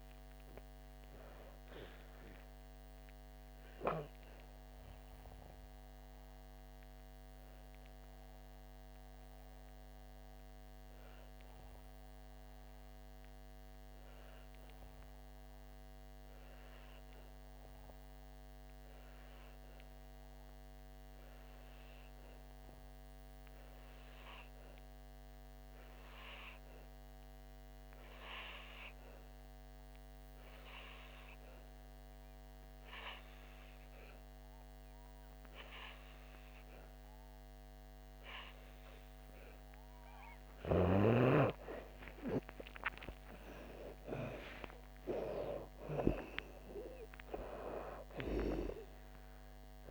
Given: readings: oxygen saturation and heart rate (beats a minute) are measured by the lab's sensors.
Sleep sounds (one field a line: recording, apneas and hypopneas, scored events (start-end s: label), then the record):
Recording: breathing in sleep by a microphone on the trachea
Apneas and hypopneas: 1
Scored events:
7.50-37.50 s: obstructive apnea (oxygen 97% before, 90% lowest, heart rate 69 before, 55 extreme, up 14 after)
37.50-49.91 s: oxygen desaturation (device-marked, oxygen 98% before, 90% lowest, heart rate 63 before, 55 extreme)
42.50-47.00 s: arousal
From the record:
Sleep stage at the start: N2 (light sleep)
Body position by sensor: on the back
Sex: female